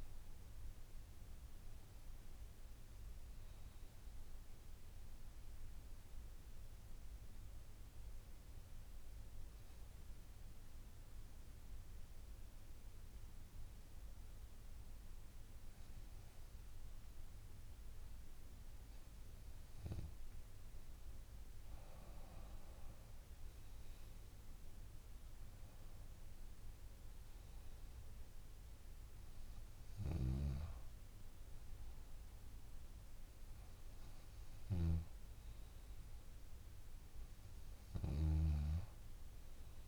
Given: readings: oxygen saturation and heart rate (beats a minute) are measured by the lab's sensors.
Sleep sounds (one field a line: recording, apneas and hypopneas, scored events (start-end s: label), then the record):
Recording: breathing in sleep, hard to hear, by a room microphone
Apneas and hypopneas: 1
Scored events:
6.50-18.50 s: hypopnea (oxygen 98% before, 97% lowest, heart rate 50 before, 47 extreme, up 13 after)
22.50-27.00 s: arousal
From the record:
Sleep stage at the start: N2 (light sleep)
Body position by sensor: on the back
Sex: female